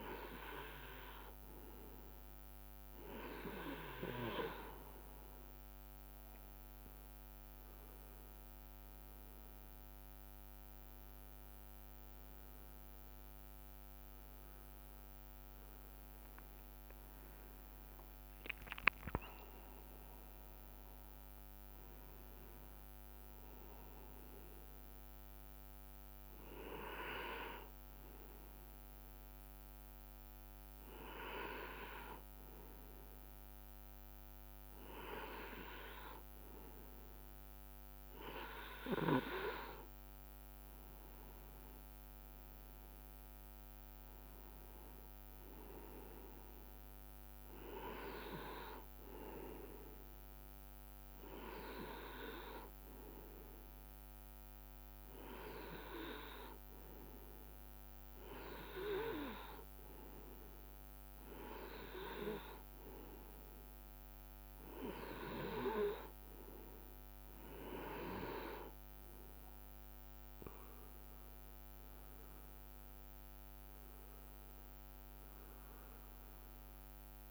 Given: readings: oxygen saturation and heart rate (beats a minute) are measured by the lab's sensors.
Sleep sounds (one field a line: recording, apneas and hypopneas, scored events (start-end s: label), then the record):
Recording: breathing in sleep by a microphone on the trachea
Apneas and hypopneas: none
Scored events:
none scored
From the record:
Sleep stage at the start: N2 (light sleep)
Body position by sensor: on the right side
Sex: male